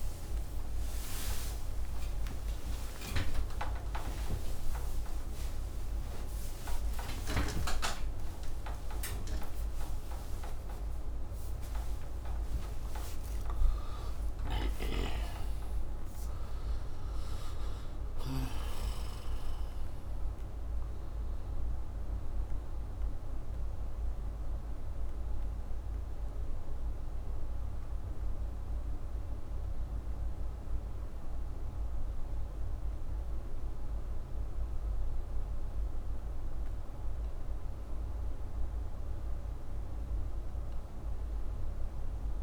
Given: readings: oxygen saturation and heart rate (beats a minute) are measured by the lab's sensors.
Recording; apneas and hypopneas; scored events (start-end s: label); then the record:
a person partly awake in a sleep study, by a room microphone; none
14.50-42.43 s: new sleep stage, N1 (lightest sleep)
From the record:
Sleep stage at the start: awake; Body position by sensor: upright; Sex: male